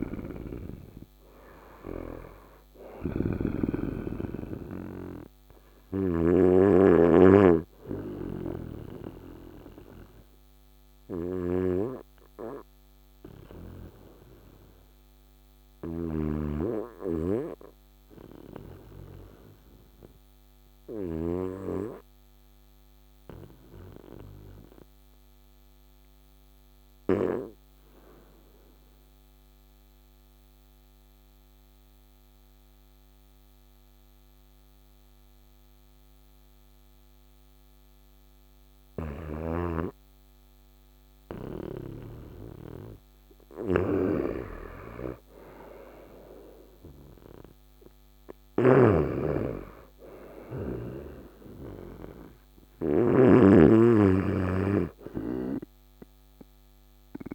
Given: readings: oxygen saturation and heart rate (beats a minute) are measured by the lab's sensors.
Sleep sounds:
breathing in sleep by a microphone on the trachea; 1
0.00-21.00 s: snoring (device-marked)
11.50-38.50 s: obstructive apnea (oxygen 99% before, 94% lowest, heart rate 65 before, 57 extreme, up 7 after)
16.00-31.00 s: oxygen desaturation (device-marked, oxygen 97% before, 94% lowest, heart rate 66 before, 57 extreme)
38.50-57.35 s: snoring (device-marked)
43.50-48.00 s: arousal
From the record:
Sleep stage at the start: N2 (light sleep); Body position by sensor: on the right side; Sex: male

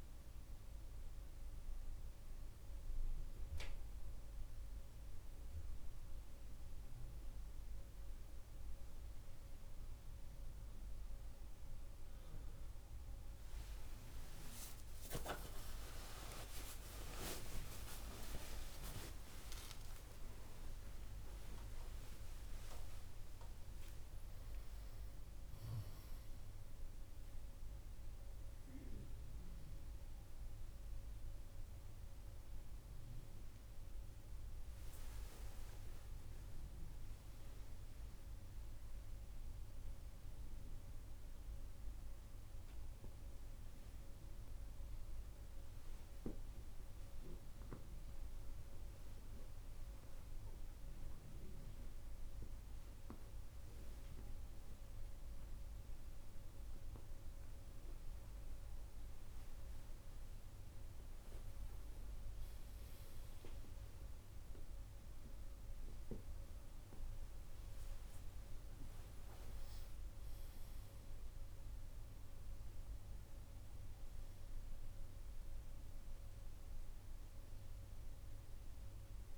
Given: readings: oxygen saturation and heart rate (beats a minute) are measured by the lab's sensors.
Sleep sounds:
a person awake in a sleep study, by a room microphone; none
57.00-74.00 s: oxygen desaturation (device-marked, oxygen 97% before, 94% lowest, heart rate 75 before, 75 extreme)
From the record:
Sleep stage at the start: awake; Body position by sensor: on the right side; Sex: male

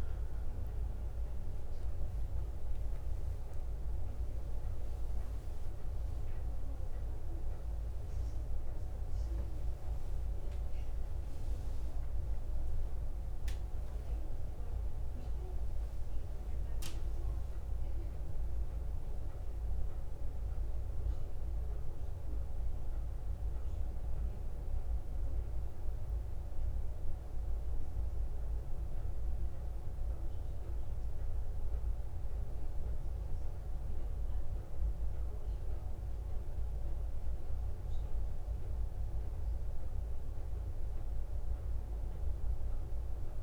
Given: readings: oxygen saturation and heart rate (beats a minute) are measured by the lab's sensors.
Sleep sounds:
breathing in sleep, hard to hear, by a room microphone; none
none scored
From the record:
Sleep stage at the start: N2 (light sleep); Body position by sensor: on the back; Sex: female

